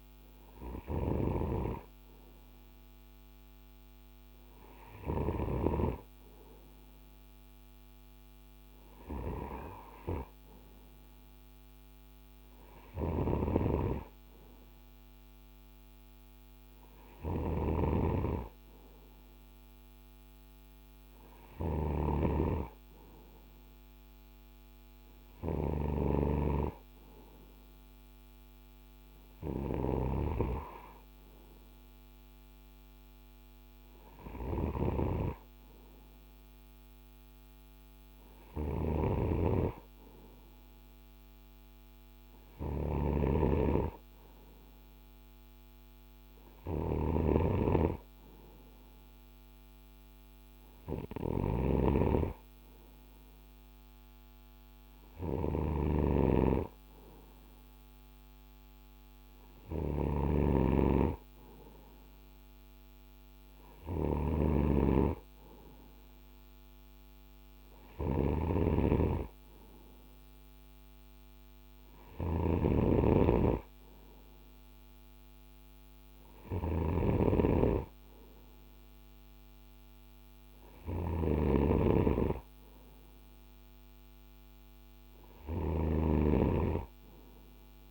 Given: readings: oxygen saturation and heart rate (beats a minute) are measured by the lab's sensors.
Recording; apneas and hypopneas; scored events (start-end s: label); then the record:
breathing in sleep by a microphone on the trachea; none
0.00-5.00 s: snoring (device-marked)
12.50-87.91 s: snoring (device-marked)
From the record:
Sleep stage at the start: N2 (light sleep); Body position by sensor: on the right side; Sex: male